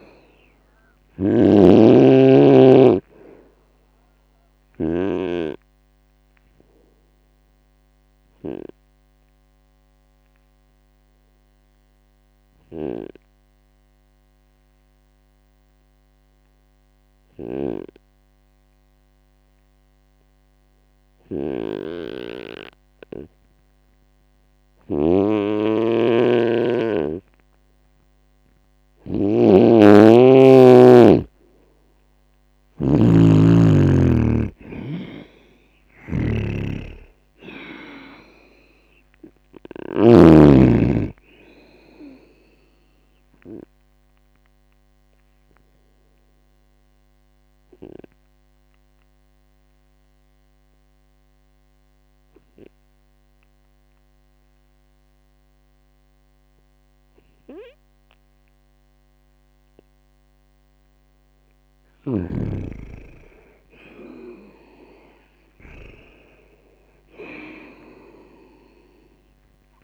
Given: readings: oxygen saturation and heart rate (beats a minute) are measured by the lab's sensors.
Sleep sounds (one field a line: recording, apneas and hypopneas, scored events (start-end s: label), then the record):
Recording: breathing in sleep by a microphone on the trachea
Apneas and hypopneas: 2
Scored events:
0.00-5.00 s: snoring (device-marked)
5.00-28.50 s: obstructive apnea (oxygen 99% before, 93% lowest, heart rate 68 before, 62 extreme, up 7 after)
12.50-40.00 s: snoring (device-marked)
32.50-36.00 s: arousal
43.50-60.00 s: obstructive apnea (oxygen 97% before, 93% lowest, heart rate 69 before, 62 extreme, up 22 after)
60.50-67.50 s: oxygen desaturation (device-marked, oxygen 97% before, 93% lowest, heart rate 69 before, 65 extreme)
62.00-66.00 s: snoring (device-marked)
62.00-66.50 s: arousal
From the record:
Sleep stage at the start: N2 (light sleep)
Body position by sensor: on the right side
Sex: male